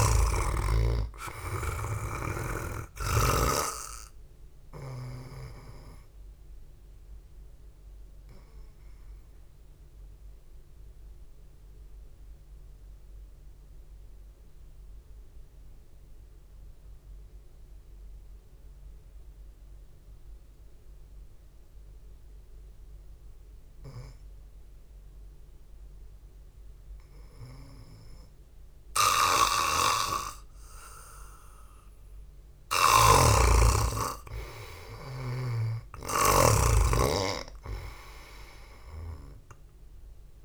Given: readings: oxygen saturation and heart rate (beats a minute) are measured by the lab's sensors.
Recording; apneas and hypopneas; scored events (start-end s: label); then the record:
breathing in sleep by a room microphone; 1
0.00-3.00 s: snoring (device-marked)
0.00-27.00 s: oxygen desaturation (device-marked, oxygen 84% lowest, heart rate 47 extreme)
10.50-26.50 s: obstructive apnea (oxygen 98% before, 84% lowest, heart rate 60 before, 47 extreme, up 0 after)
28.50-32.50 s: arousal
30.00-34.00 s: snoring (device-marked)
39.00-40.45 s: oxygen desaturation (device-marked, oxygen 97% before, 84% lowest, heart rate 59 before, 49 extreme)
From the record:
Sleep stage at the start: N2 (light sleep); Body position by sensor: on the back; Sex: male